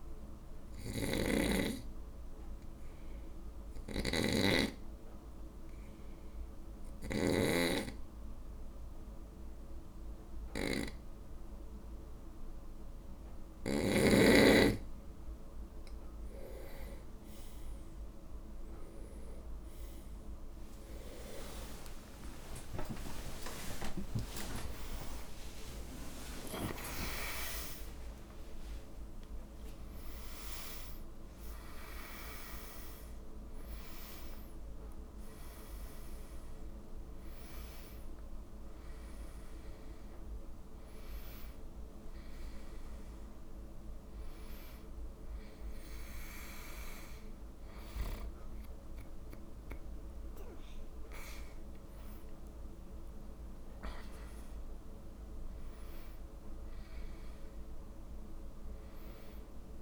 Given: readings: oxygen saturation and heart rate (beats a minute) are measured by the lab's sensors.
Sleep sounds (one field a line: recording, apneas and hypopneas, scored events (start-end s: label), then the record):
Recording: a person awake in a sleep study, by a room microphone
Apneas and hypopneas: 1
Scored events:
0.00-13.50 s: snoring (device-marked)
1.50-13.50 s: hypopnea (oxygen 98% before, 94% lowest)
24.00-54.00 s: new sleep stage, awake
54.00-59.82 s: new sleep stage, N2 (light sleep)
From the record:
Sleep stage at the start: N2 (light sleep)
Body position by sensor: on the back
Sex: male